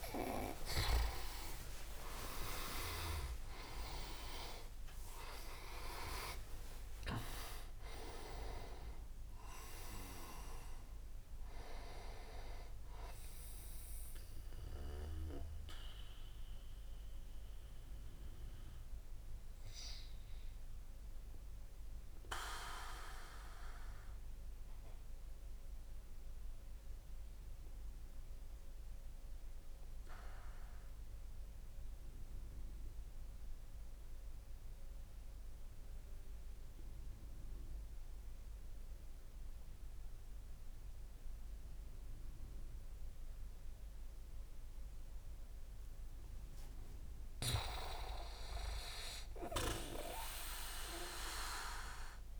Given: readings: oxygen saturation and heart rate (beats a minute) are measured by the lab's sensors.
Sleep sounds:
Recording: breathing in sleep by a room microphone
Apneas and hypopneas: 1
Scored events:
0.00-1.00 s: snoring (device-marked)
0.00-2.50 s: arousal
0.00-17.50 s: oxygen desaturation (device-marked, oxygen 89% lowest)
4.50-7.50 s: leg movement (device-marked)
15.50-43.00 s: obstructive apnea (oxygen 96% before, 88% lowest)
22.50-33.50 s: oxygen desaturation (device-marked, oxygen 91% before, 88% lowest)
45.00-50.00 s: arousal
From the record:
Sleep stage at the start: N2 (light sleep)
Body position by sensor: on the back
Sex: male

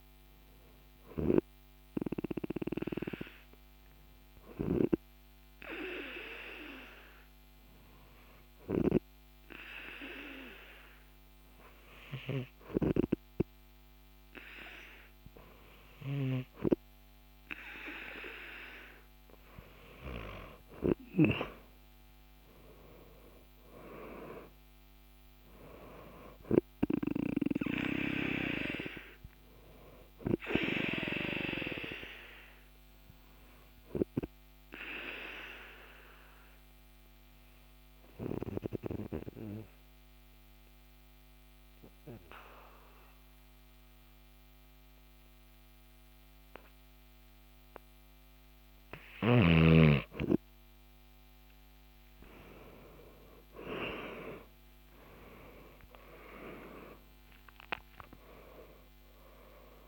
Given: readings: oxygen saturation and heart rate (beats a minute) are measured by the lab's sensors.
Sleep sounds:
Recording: breathing in sleep by a microphone on the trachea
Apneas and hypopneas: 2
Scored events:
2.50-20.50 s: hypopnea (oxygen 98% before, 94% lowest, heart rate 57 before, 49 extreme, up 7 after)
22.00-25.00 s: arousal
35.00-47.50 s: obstructive apnea (oxygen 97% before, 94% lowest, heart rate 56 before, 49 extreme, up 11 after)
54.00-59.88 s: arousal
From the record:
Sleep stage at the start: N2 (light sleep)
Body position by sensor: on the back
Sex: male

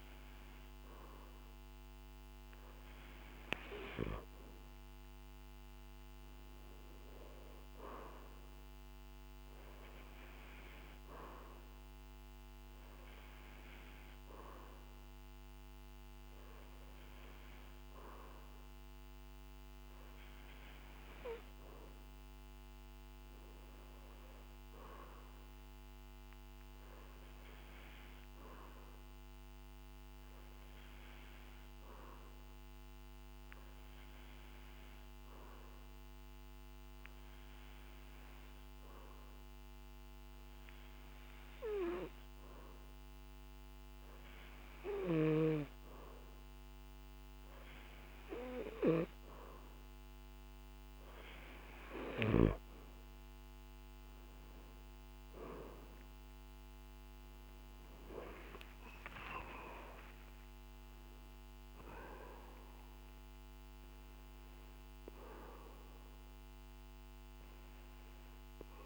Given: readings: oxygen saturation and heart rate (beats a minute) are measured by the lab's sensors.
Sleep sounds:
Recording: breathing in sleep by a microphone on the trachea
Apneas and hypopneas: 1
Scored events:
25.00-49.00 s: hypopnea (oxygen 95% before, 91% lowest, heart rate 52 before, 48 extreme, up 5 after)
54.50-59.50 s: arousal
From the record:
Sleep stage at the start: N2 (light sleep)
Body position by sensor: on the back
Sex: male

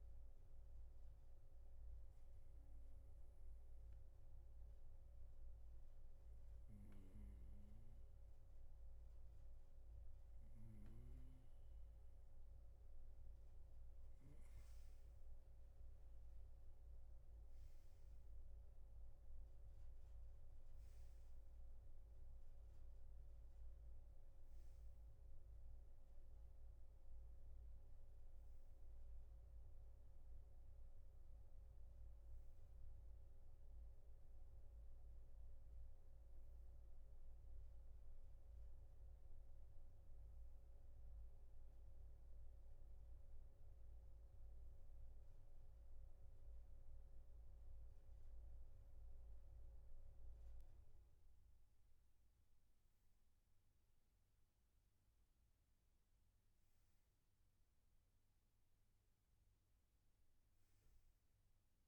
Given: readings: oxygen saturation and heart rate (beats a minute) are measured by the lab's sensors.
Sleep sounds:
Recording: breathing in sleep, hard to hear, by a room microphone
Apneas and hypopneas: none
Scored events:
none scored
From the record:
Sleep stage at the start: N3 (deep sleep)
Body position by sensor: on the right side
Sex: male

